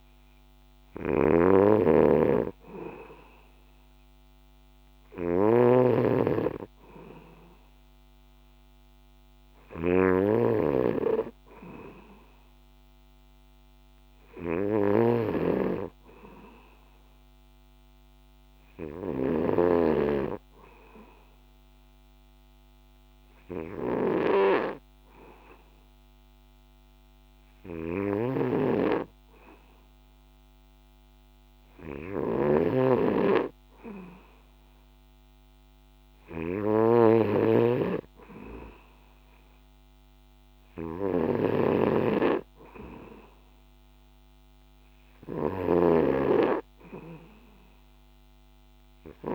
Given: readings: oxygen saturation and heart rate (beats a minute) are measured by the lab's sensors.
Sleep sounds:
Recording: breathing in sleep by a microphone on the trachea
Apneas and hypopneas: 1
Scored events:
0.00-49.35 s: snoring (device-marked)
13.00-17.00 s: arousal
19.00-34.50 s: hypopnea (oxygen 95% before, 93% lowest, heart rate 66 before, 62 extreme, up 2 after)
36.50-39.50 s: arousal
From the record:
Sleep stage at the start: N2 (light sleep)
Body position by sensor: on the back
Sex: male

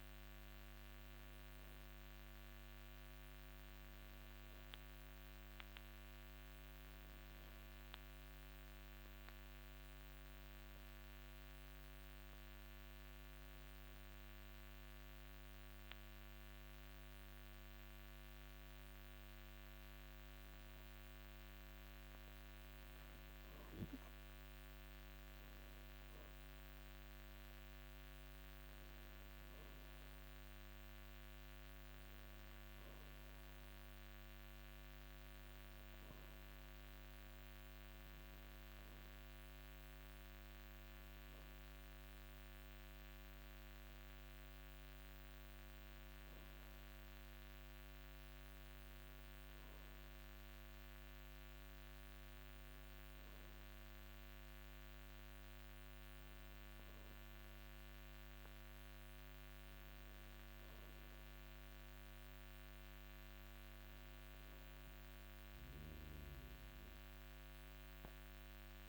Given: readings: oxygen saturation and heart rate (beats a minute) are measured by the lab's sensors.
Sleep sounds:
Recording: breathing in sleep, hard to hear, by a microphone on the trachea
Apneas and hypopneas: 1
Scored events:
14.00-24.00 s: obstructive apnea (oxygen 97% before, 94% lowest)
25.50-28.50 s: arousal
30.00-44.00 s: oxygen desaturation (device-marked, oxygen 97% before, 94% lowest)
56.50-61.00 s: arousal
From the record:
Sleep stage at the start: N2 (light sleep)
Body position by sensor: on the back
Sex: male

